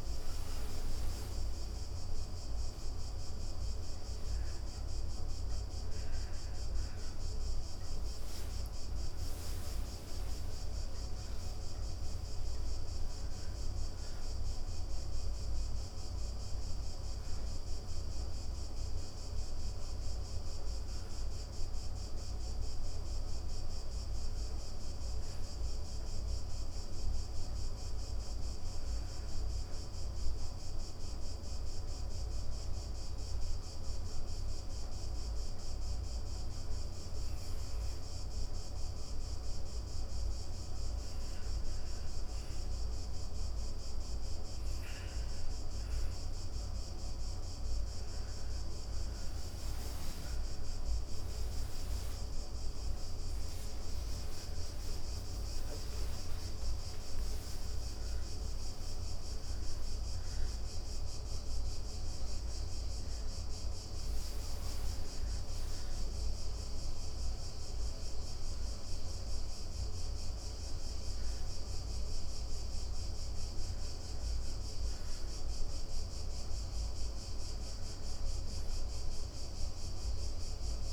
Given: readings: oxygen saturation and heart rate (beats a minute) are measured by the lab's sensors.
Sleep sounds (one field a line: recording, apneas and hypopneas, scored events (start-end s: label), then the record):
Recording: a person partly awake in a sleep study, hard to hear, by a room microphone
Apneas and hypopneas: 1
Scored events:
0.00-3.50 s: arousal
18.50-36.00 s: obstructive apnea (oxygen 98% before, 95% lowest)
35.00-65.00 s: new sleep stage, awake
65.00-80.93 s: new sleep stage, N1 (lightest sleep)
From the record:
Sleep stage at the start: N1 (lightest sleep)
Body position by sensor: on the back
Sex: female